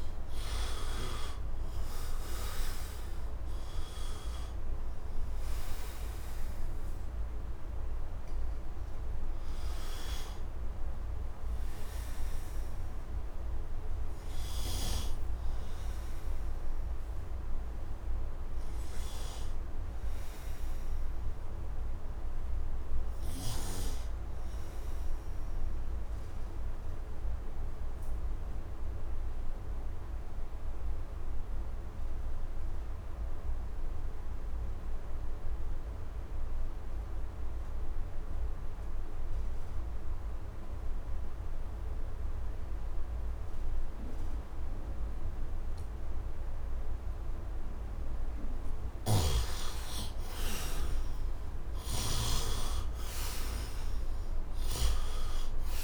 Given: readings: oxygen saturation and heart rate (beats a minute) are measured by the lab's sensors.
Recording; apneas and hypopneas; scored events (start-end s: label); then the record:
breathing in sleep by a room microphone; 1
0.00-1.00 s: arousal
0.00-23.50 s: oxygen desaturation (device-marked, oxygen 66% lowest, heart rate 70 extreme)
23.50-47.50 s: obstructive apnea (oxygen 79% before, 76% lowest, heart rate 81 before, 70 extreme, up 14 after)
45.50-55.83 s: oxygen desaturation (device-marked, oxygen 99% before, 76% lowest, heart rate 72 before, 72 extreme)
48.50-52.00 s: snoring (device-marked)
49.50-54.00 s: arousal
From the record:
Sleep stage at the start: N2 (light sleep); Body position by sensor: on the right side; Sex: male